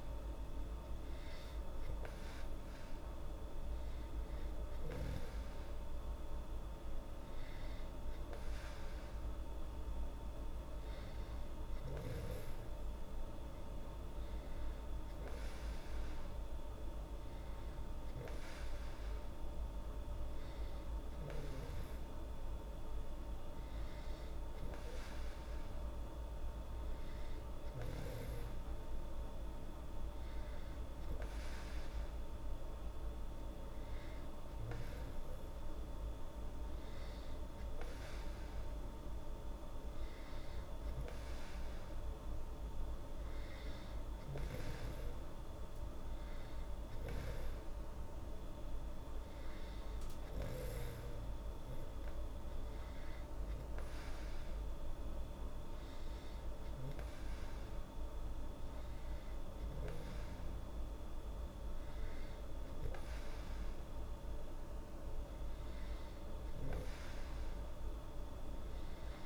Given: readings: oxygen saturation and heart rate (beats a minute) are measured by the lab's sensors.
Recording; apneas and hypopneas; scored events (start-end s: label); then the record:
breathing in sleep, hard to hear, by a room microphone; none
none scored
From the record:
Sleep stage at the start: N2 (light sleep); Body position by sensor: on the back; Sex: female